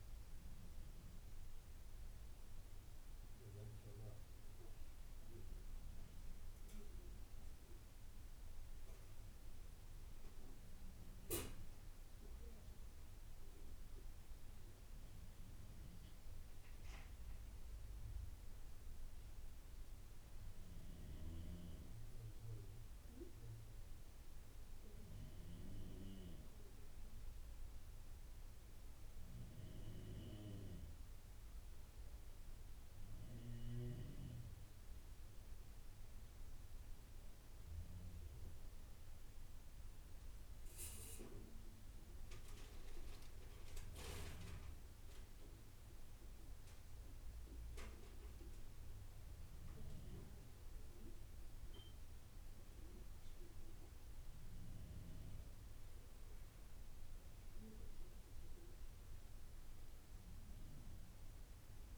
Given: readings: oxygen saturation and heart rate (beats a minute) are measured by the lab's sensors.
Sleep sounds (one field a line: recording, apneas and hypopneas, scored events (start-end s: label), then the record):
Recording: breathing in sleep by a room microphone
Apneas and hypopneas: none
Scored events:
12.50-61.98 s: new sleep stage, N2 (light sleep)
From the record:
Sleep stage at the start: N1 (lightest sleep)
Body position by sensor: on the back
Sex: male